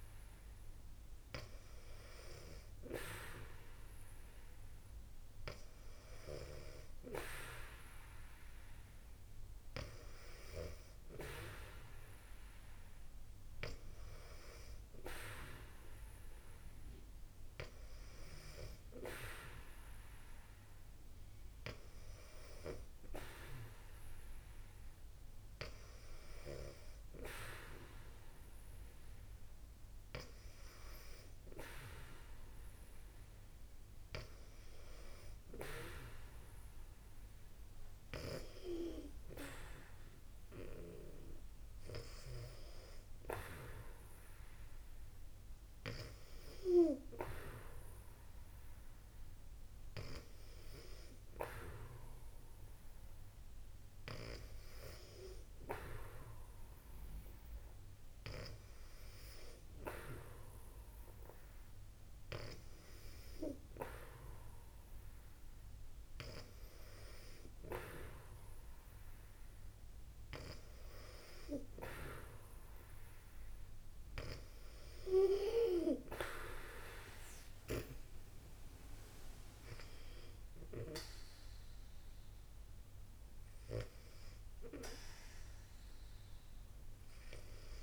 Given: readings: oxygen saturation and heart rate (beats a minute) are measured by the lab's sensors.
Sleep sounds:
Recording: breathing in sleep by a room microphone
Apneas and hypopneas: none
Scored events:
78.00-83.00 s: arousal
From the record:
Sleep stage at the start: N2 (light sleep)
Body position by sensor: on the back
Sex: female

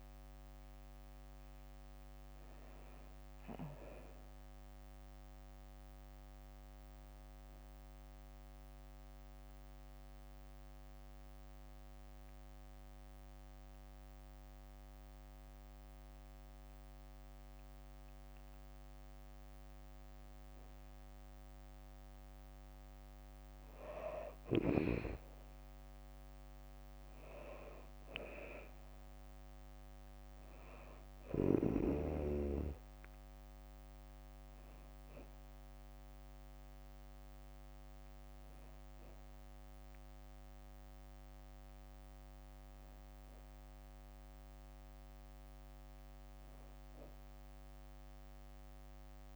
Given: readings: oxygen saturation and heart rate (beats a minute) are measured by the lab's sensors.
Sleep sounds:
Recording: breathing in sleep by a microphone on the trachea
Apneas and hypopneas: 1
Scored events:
0.00-3.50 s: drop in pulse transit time (device-marked, heart rate 65 extreme)
0.00-11.50 s: oxygen desaturation (device-marked, oxygen 93% lowest, heart rate 64 extreme)
9.00-20.00 s: hypopnea (oxygen 97% before, 91% lowest, heart rate 67 before, 64 extreme, up 5 after)
21.50-24.00 s: arousal
26.50-45.50 s: oxygen desaturation (device-marked, oxygen 98% before, 91% lowest, heart rate 65 before, 64 extreme)
From the record:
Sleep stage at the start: N2 (light sleep)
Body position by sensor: on the back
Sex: female

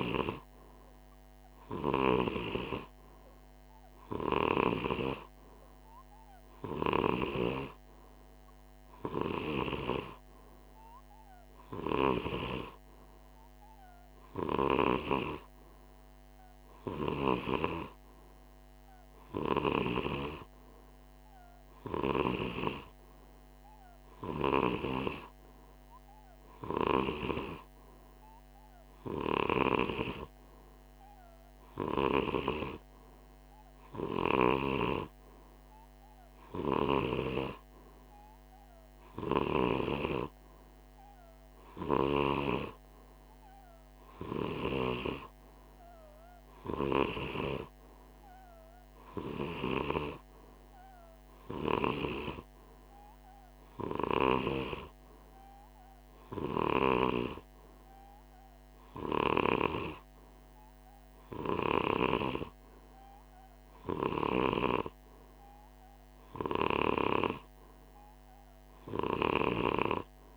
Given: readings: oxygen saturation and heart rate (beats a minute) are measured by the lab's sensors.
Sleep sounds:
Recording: breathing in sleep by a microphone on the trachea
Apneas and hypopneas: none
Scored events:
none scored
From the record:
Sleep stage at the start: N2 (light sleep)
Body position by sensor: on the right side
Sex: male

